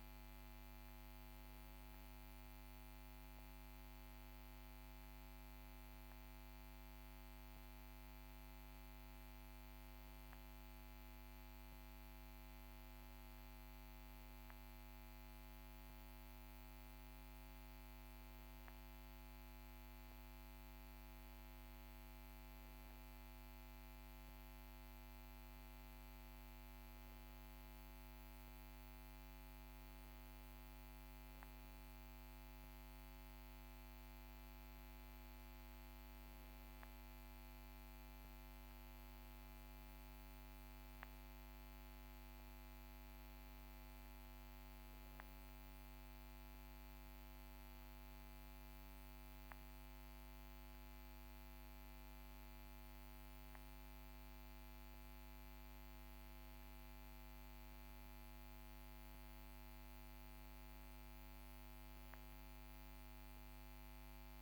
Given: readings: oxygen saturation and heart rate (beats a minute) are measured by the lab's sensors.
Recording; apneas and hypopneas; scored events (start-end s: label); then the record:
breathing in sleep, hard to hear, by a microphone on the trachea; none
none scored
From the record:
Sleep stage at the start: N1 (lightest sleep); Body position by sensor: on the back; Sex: male